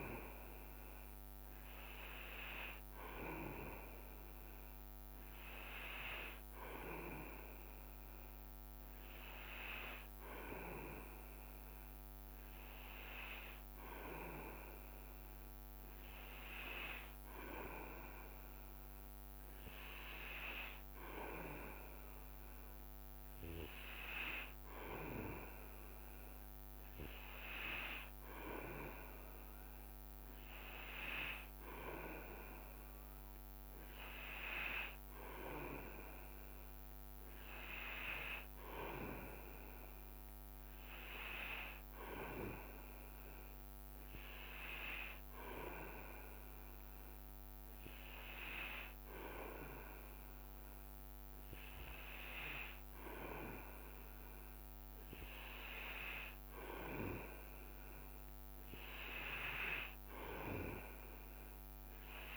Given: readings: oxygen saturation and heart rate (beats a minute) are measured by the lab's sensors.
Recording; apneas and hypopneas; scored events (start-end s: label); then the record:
breathing in sleep by a microphone on the trachea; none
18.50-26.00 s: leg movement (device-marked)
35.00-39.00 s: leg movement (device-marked)
44.00-51.00 s: leg movement (device-marked)
From the record:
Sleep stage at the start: N2 (light sleep); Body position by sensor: on the back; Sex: male